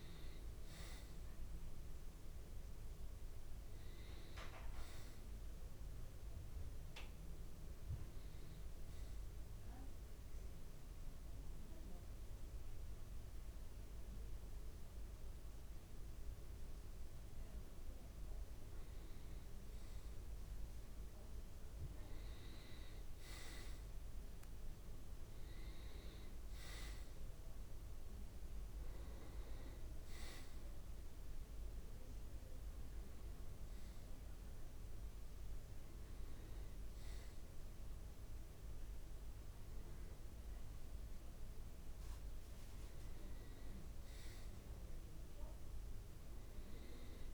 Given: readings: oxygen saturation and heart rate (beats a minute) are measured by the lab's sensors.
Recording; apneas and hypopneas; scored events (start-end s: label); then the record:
breathing in sleep, hard to hear, by a room microphone; 1
5.00-47.34 s: new sleep stage, N2 (light sleep)
9.50-19.50 s: obstructive apnea (oxygen 94% before, 87% lowest, heart rate 75 before, 66 extreme, up 2 after)
22.00-25.50 s: arousal
29.00-45.00 s: oxygen desaturation (device-marked, oxygen 92% before, 87% lowest, heart rate 67 before, 68 extreme)
44.50-47.34 s: arousal
From the record:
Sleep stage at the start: N1 (lightest sleep); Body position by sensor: on the back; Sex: male